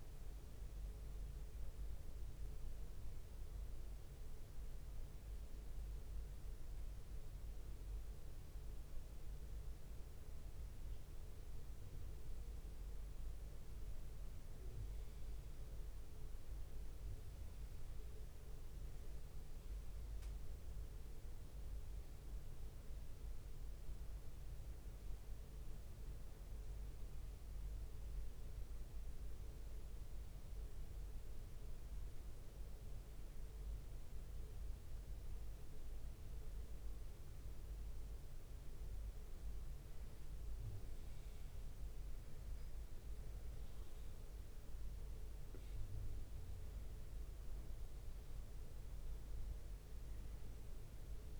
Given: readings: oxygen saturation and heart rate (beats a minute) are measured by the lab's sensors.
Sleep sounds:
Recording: breathing in sleep, hard to hear, by a room microphone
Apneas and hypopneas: none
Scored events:
none scored
From the record:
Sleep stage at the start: N1 (lightest sleep)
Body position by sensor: on the right side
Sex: male

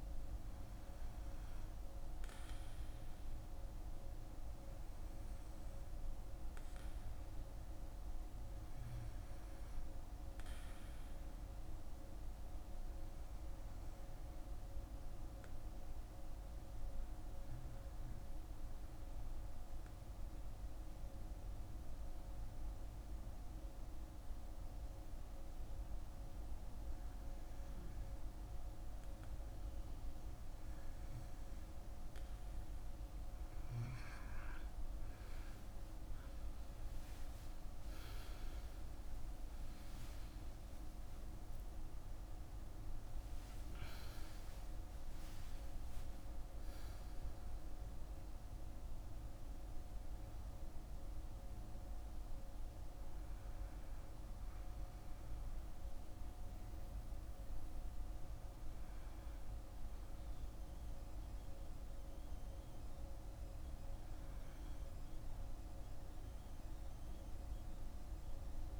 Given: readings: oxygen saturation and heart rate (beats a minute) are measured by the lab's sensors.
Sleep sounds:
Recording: breathing in sleep, hard to hear, by a room microphone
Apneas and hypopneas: 1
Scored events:
17.00-28.50 s: obstructive apnea (oxygen 97% before, 95% lowest, heart rate 57 before, 57 extreme, up 6 after)
34.50-40.00 s: arousal
37.00-43.00 s: tachycardia (device-marked, heart rate 57 before, 129 extreme)
From the record:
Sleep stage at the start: N2 (light sleep)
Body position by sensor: on the back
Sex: male

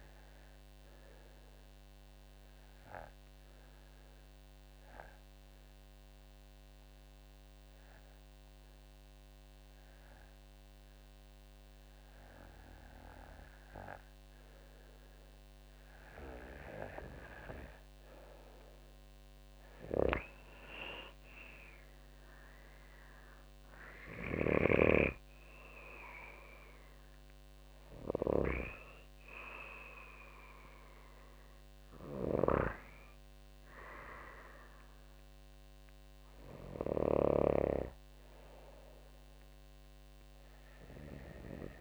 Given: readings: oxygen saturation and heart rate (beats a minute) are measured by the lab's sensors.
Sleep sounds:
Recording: breathing in sleep by a microphone on the trachea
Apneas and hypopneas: 1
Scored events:
0.50-17.00 s: obstructive apnea (oxygen 97% before, 90% lowest, heart rate 53 before, 52 extreme, up 9 after)
16.50-41.81 s: oxygen desaturation (device-marked, oxygen 96% before, 90% lowest, heart rate 53 before, 51 extreme)
20.00-24.00 s: arousal
24.00-37.00 s: snoring (device-marked)
From the record:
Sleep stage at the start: N2 (light sleep)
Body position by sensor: on the back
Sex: female

